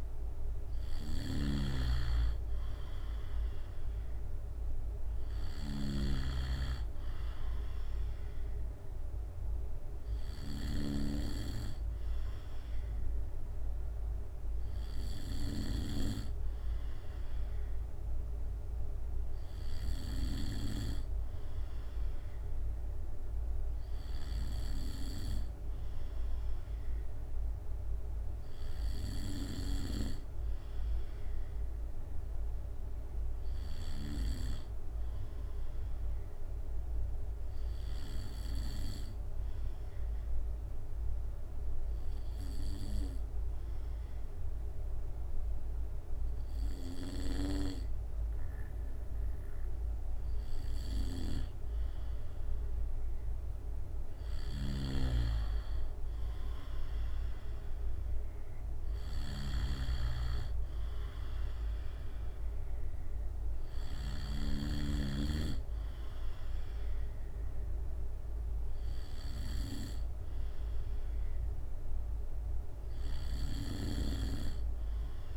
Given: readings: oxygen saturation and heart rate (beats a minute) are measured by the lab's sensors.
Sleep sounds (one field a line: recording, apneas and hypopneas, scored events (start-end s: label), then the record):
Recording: breathing in sleep by a room microphone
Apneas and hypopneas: 1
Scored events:
0.00-11.00 s: snoring (device-marked)
28.50-32.00 s: arousal
35.50-51.50 s: obstructive apnea (oxygen 96% before, 95% lowest, heart rate 66 before, 63 extreme, up 3 after)
53.50-56.50 s: arousal
73.00-75.36 s: arousal
From the record:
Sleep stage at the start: N2 (light sleep)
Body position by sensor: on the back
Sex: male